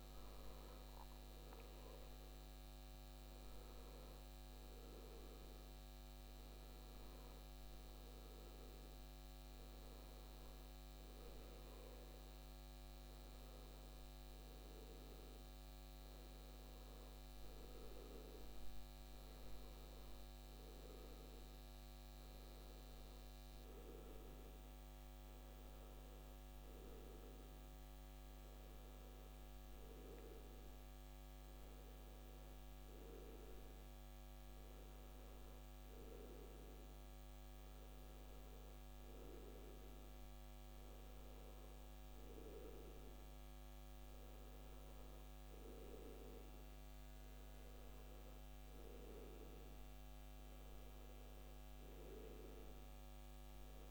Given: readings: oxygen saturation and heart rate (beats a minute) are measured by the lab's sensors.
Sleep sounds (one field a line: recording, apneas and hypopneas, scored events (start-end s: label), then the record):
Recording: a person partly awake in a sleep study, hard to hear, by a microphone on the trachea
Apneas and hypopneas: none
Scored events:
10.00-53.91 s: new sleep stage, N1 (lightest sleep)
From the record:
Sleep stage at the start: awake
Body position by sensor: on the back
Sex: male